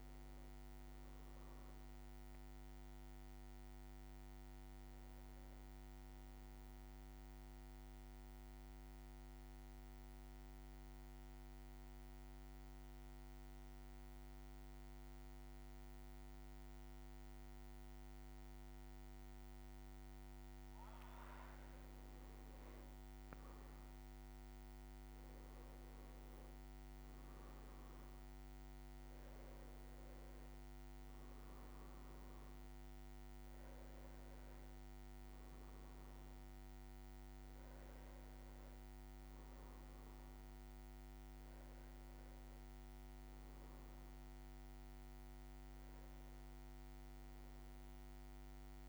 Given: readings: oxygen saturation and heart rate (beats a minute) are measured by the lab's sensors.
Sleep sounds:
breathing in sleep, hard to hear, by a microphone on the trachea; 1
0.50-17.50 s: oxygen desaturation (device-marked, oxygen 97% before, 94% lowest, heart rate 57 before, 54 extreme)
7.00-20.50 s: central apnea (oxygen 98% before, 94% lowest, heart rate 58 before, 53 extreme, up 4 after)
21.00-24.00 s: leg movement (device-marked)
23.50-29.50 s: arousal
From the record:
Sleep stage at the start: N1 (lightest sleep); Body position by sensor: on the back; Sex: male

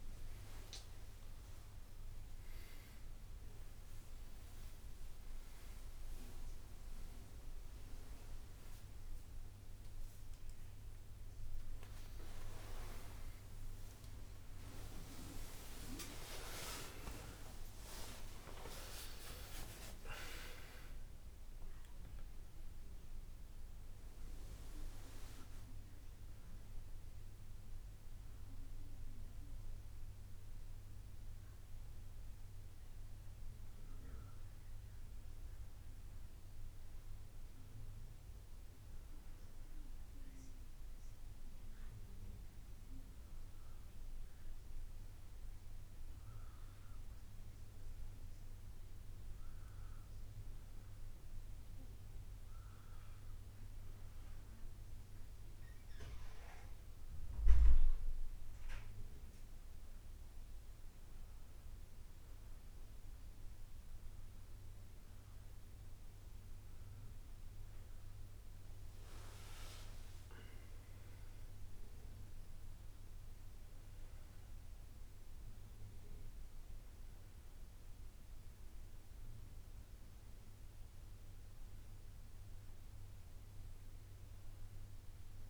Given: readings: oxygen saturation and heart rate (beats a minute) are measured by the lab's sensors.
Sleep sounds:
a person partly awake in a sleep study, by a room microphone; none
14.00-21.00 s: tachycardia (device-marked, heart rate 94 before, 142 extreme)
16.00-18.00 s: long interval between heartbeats (device-marked, heart rate 75 before, 92 extreme)
22.00-24.00 s: long interval between heartbeats (device-marked, heart rate 90 before, 125 extreme)
23.00-85.50 s: new sleep stage, N1 (lightest sleep)
65.00-69.00 s: arousal
From the record:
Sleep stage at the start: awake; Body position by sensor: on the back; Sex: male

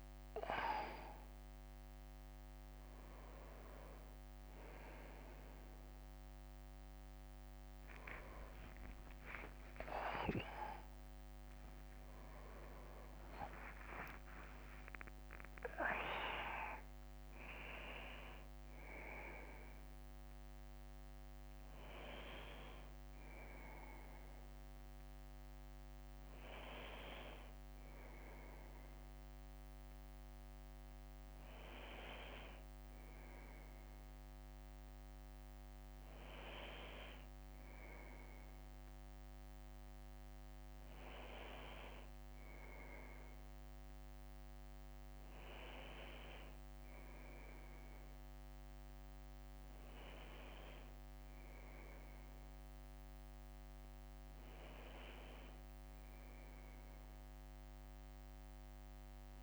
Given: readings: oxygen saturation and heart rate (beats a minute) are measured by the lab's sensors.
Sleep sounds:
breathing in sleep by a microphone on the trachea; none
0.00-2.00 s: bradycardia (device-marked, heart rate 59 extreme)
7.00-10.00 s: leg movement (device-marked)
7.50-12.50 s: arousal
12.50-14.00 s: leg movement (device-marked)
16.00-17.00 s: leg movement (device-marked)
From the record:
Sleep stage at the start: N1 (lightest sleep); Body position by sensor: on the back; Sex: male

